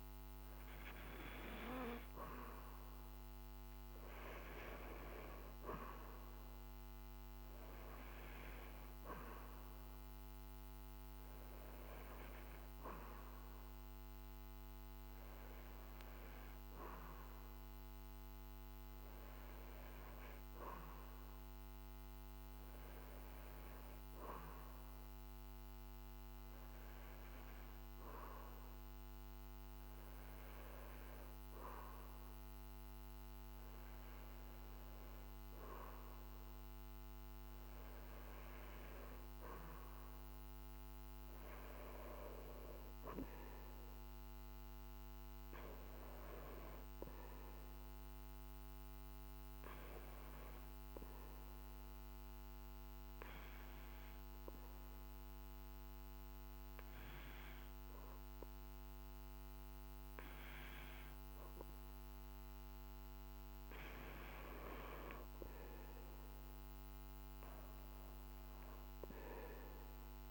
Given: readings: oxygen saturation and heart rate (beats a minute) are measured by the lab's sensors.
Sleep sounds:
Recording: breathing in sleep by a microphone on the trachea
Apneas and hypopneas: 1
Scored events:
49.50-64.00 s: hypopnea (oxygen 96% before, 94% lowest, heart rate 51 before, 49 extreme, up 5 after)
66.50-70.00 s: arousal
From the record:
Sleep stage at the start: N2 (light sleep)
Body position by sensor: on the back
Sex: male

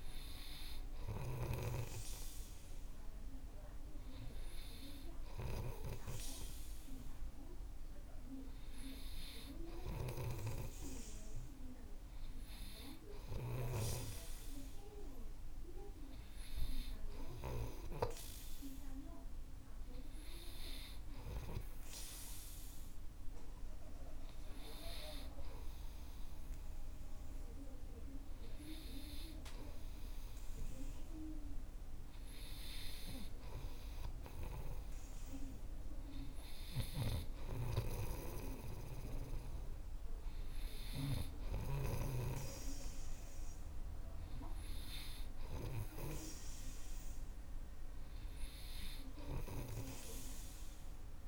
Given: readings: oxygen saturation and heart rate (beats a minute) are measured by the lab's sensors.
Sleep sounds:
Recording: breathing in sleep by a room microphone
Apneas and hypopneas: none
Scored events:
0.00-2.00 s: snoring (device-marked)
10.00-14.00 s: snoring (device-marked)
37.00-41.50 s: snoring (device-marked)
From the record:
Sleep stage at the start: N3 (deep sleep)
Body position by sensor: on the right side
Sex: male

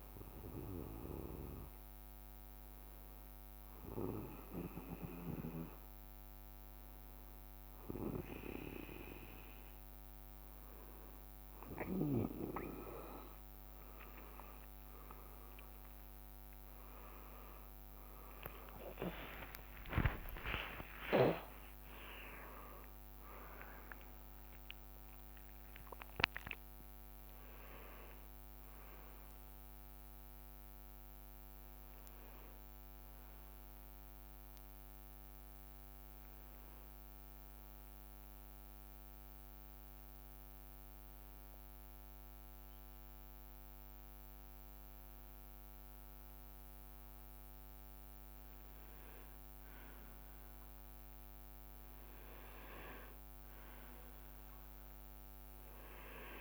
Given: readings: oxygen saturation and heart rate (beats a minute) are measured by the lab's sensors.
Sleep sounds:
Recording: breathing in sleep by a microphone on the trachea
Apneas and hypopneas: 1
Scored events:
18.50-24.00 s: arousal
37.50-50.00 s: hypopnea (oxygen 98% before, 96% lowest, heart rate 82 before, 58 extreme, up 5 after)
54.00-56.41 s: leg movement (device-marked)
From the record:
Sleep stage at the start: N2 (light sleep)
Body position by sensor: on the back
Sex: male

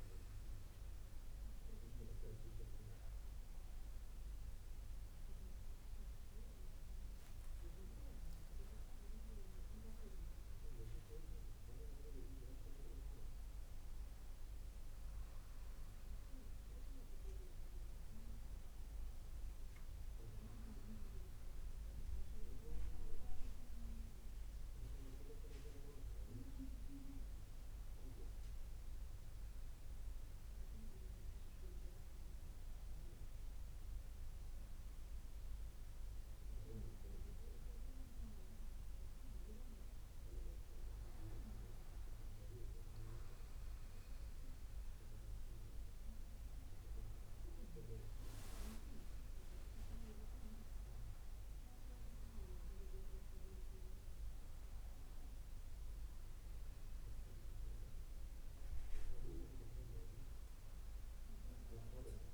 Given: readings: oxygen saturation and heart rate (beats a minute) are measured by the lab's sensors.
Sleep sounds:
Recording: breathing in sleep by a room microphone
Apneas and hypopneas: none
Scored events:
48.50-51.00 s: leg movement (device-marked)
From the record:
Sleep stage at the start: N2 (light sleep)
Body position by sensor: on the back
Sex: male

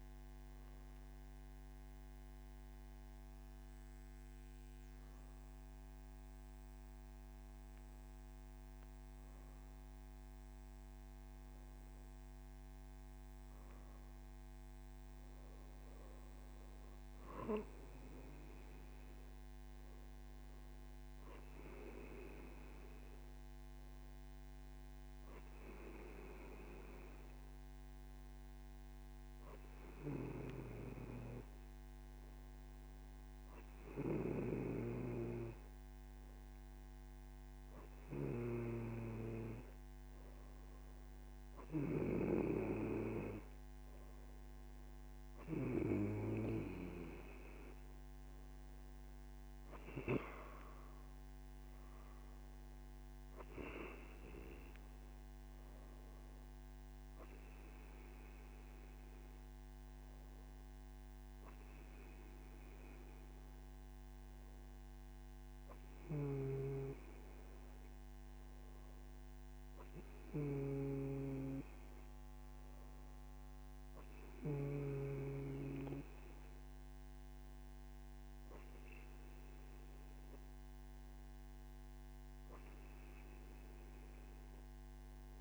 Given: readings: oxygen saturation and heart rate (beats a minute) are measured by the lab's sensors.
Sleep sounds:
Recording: breathing in sleep by a microphone on the trachea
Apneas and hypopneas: none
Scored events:
none scored
From the record:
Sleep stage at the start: N1 (lightest sleep)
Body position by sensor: on the right side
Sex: male

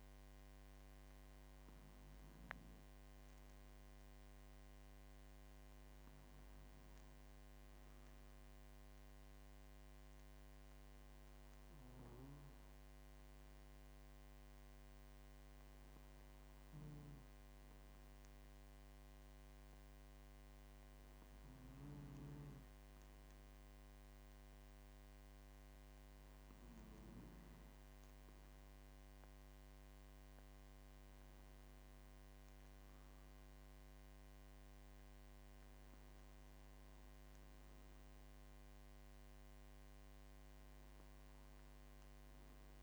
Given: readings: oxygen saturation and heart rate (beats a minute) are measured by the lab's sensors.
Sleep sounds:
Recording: a person awake in a sleep study, hard to hear, by a microphone on the trachea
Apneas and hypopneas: none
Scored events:
12.50-42.83 s: new sleep stage, awake
From the record:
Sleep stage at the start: N2 (light sleep)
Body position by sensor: on the left side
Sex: male

